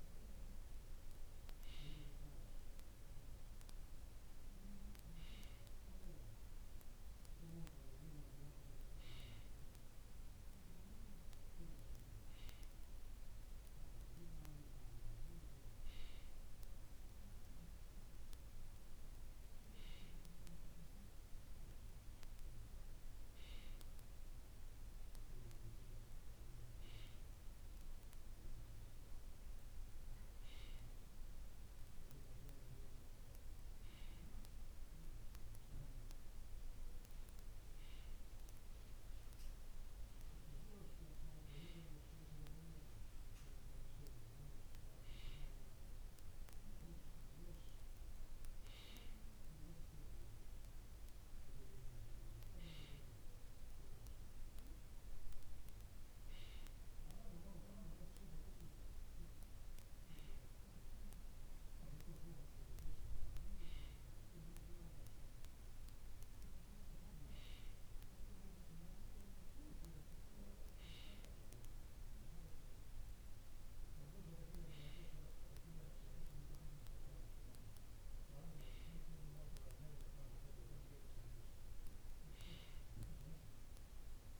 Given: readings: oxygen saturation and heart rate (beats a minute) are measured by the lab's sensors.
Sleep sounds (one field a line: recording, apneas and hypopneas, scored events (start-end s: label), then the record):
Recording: breathing in sleep, hard to hear, by a room microphone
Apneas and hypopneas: none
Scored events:
none scored
From the record:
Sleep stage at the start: N2 (light sleep)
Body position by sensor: on the right side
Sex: male